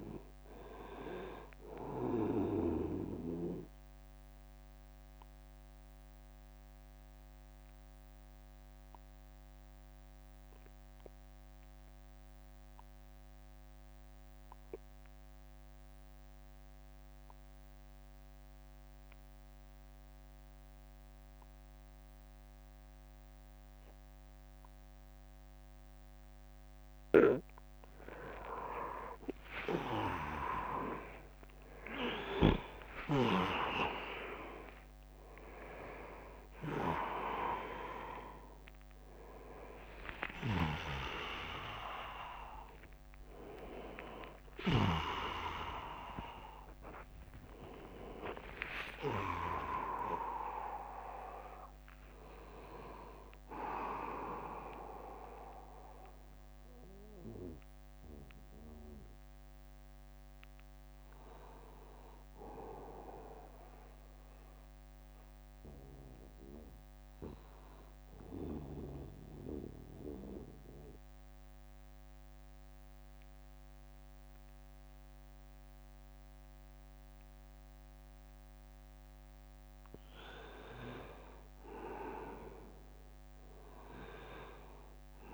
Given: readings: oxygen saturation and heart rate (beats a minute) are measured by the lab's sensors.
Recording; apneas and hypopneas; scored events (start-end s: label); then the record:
breathing in sleep by a microphone on the trachea; 2
0.50-19.50 s: oxygen desaturation (device-marked, oxygen 99% before, 92% lowest, heart rate 80 before, 69 extreme)
3.50-27.00 s: obstructive apnea (oxygen 99% before, 87% lowest, heart rate 81 before, 69 extreme, up 17 after)
29.50-34.50 s: arousal
29.50-42.50 s: drop in pulse transit time (device-marked, heart rate 75 before, 77 extreme)
30.50-64.50 s: oxygen desaturation (device-marked, oxygen 99% before, 87% lowest, heart rate 75 before, 73 extreme)
39.50-41.50 s: long interval between heartbeats (device-marked, heart rate 78 before, 83 extreme)
46.50-48.50 s: long interval between heartbeats (device-marked, heart rate 82 before, 80 extreme)
67.50-80.50 s: obstructive apnea (oxygen 100% before, 91% lowest, heart rate 87 before, 77 extreme, up 9 after)
83.00-85.34 s: arousal
From the record:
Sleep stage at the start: N2 (light sleep); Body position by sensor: on the back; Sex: male